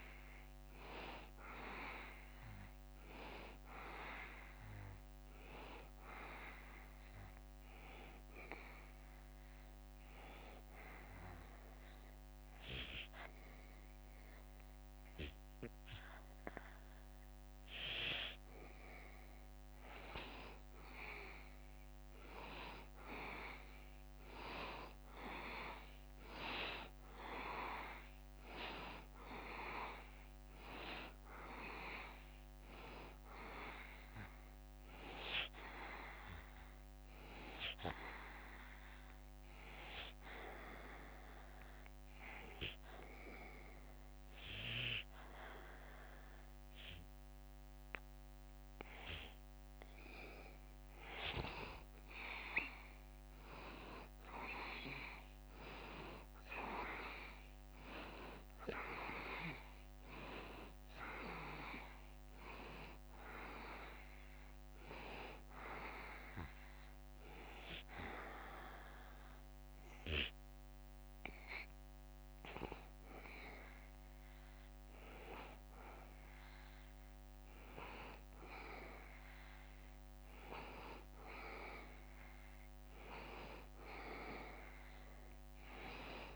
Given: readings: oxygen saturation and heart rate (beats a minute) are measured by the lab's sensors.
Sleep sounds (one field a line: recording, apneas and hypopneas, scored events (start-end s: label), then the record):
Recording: breathing in sleep by a microphone on the trachea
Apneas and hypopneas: 3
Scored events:
0.00-14.00 s: oxygen desaturation (device-marked, oxygen 90% lowest, heart rate 73 extreme)
5.50-20.50 s: obstructive apnea (oxygen 95% before, 90% lowest, heart rate 73 before, 73 extreme, up 1 after)
24.00-27.50 s: arousal
29.00-43.00 s: oxygen desaturation (device-marked, oxygen 95% before, 91% lowest, heart rate 74 before, 72 extreme)
37.00-51.50 s: obstructive apnea (oxygen 95% before, 90% lowest, heart rate 74 before, 72 extreme, up 2 after)
55.00-58.00 s: arousal
59.00-77.00 s: oxygen desaturation (device-marked, oxygen 94% before, 90% lowest, heart rate 73 before, 73 extreme)
67.50-78.50 s: hypopnea (oxygen 94% before, 90% lowest, heart rate 74 before, 73 extreme, up 1 after)
82.00-85.50 s: arousal
From the record:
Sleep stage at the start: N2 (light sleep)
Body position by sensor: on the back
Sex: male